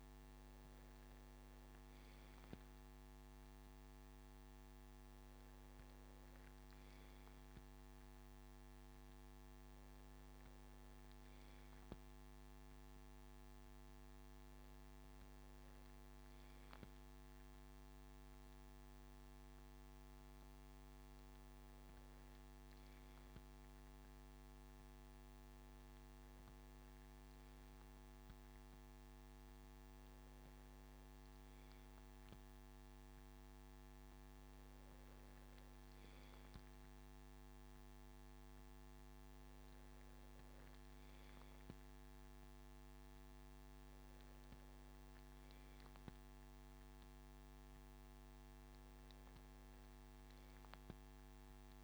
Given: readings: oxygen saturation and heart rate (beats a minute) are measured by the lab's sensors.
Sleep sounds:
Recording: breathing in sleep, hard to hear, by a microphone on the trachea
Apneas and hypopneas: none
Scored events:
none scored
From the record:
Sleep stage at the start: N2 (light sleep)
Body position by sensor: on the left side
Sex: male

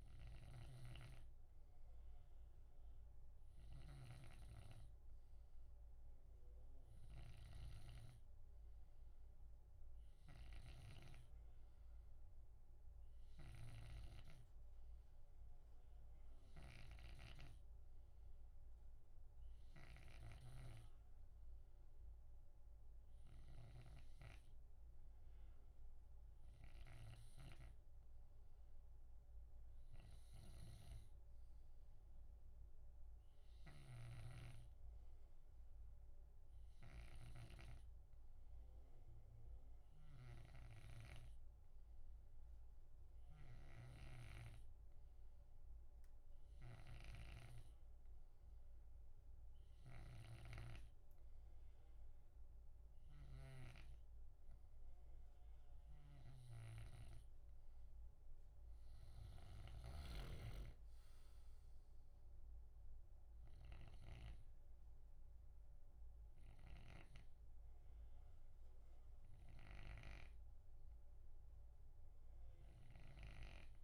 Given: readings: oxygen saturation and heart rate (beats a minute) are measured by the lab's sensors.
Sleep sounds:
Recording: breathing in sleep by a room microphone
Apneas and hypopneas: none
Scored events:
0.00-73.84 s: snoring (device-marked)
From the record:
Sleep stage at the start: N2 (light sleep)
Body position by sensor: on the left side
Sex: male

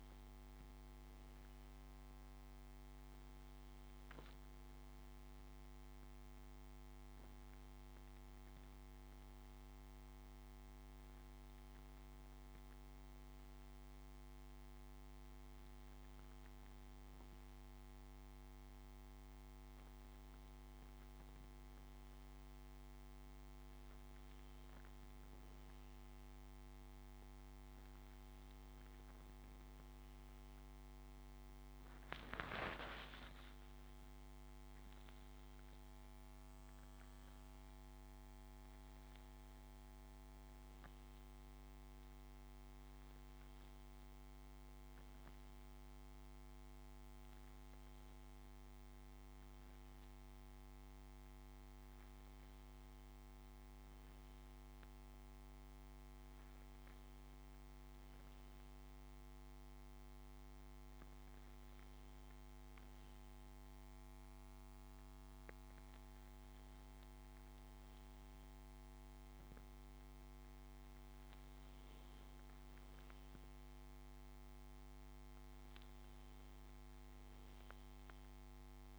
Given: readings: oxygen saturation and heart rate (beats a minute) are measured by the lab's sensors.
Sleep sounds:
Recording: breathing in sleep, hard to hear, by a microphone on the trachea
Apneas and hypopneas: none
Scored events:
32.50-37.50 s: arousal
59.50-78.99 s: new sleep stage, N2 (light sleep)
From the record:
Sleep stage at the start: N1 (lightest sleep)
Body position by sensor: on the back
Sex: male

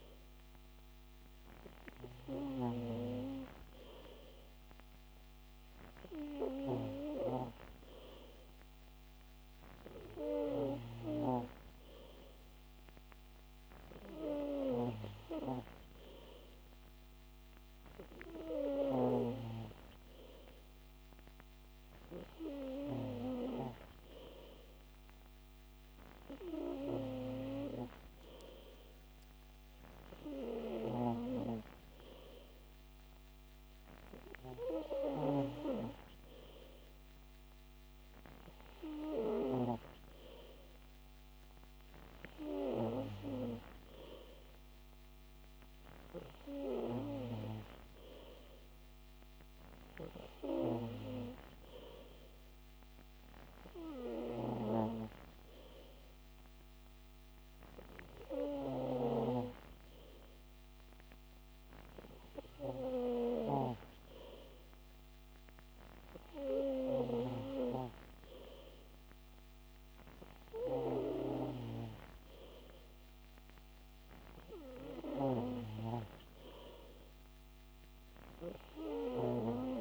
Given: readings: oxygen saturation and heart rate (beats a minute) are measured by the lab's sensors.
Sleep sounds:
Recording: breathing in sleep by a microphone on the trachea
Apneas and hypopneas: none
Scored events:
none scored
From the record:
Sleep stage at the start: N3 (deep sleep)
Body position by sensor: on the back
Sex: male

